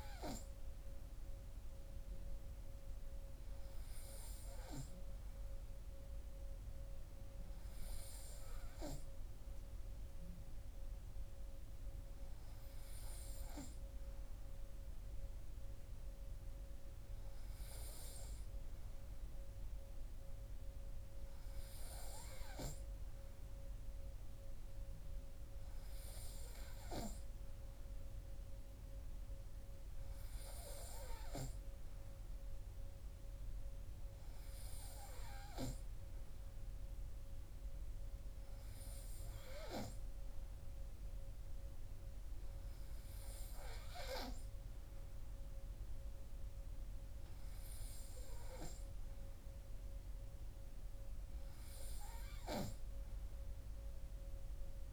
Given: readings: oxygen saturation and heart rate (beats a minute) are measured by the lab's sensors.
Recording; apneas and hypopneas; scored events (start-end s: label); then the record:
breathing in sleep by a room microphone; none
none scored
From the record:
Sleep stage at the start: N3 (deep sleep); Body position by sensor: on the right side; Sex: male